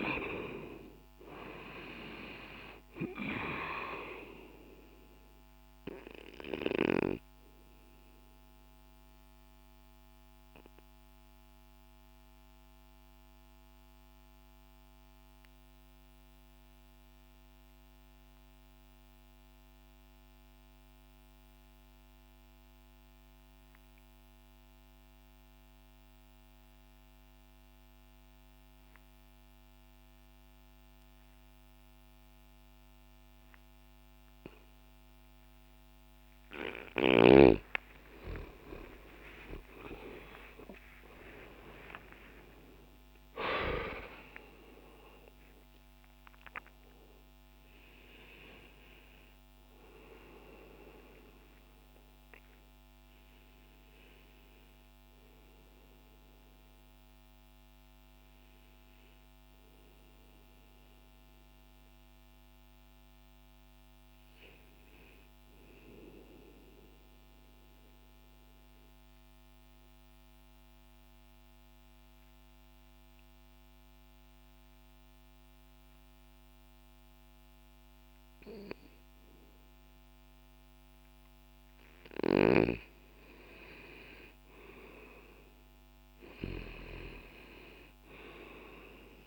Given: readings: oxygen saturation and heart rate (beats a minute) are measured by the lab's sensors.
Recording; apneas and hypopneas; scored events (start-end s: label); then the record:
breathing in sleep by a microphone on the trachea; 2
6.00-36.50 s: obstructive apnea (oxygen 96% before, 86% lowest, heart rate 60 before, 60 extreme, up 47 after)
20.50-30.50 s: oxygen desaturation (device-marked, oxygen 94% before, 86% lowest, heart rate 60 before, 60 extreme)
36.50-49.50 s: oxygen desaturation (device-marked, oxygen 95% before, 90% lowest, heart rate 60 before, 60 extreme)
37.00-42.00 s: arousal
66.50-79.50 s: mixed apnea (oxygen 93% before, 86% lowest, heart rate 70 before, 60 extreme, up 0 after)
67.50-80.50 s: oxygen desaturation (device-marked, oxygen 91% before, 86% lowest, heart rate 68 before, 60 extreme)
82.50-88.00 s: arousal
From the record:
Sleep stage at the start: N2 (light sleep); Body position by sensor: on the left side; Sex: male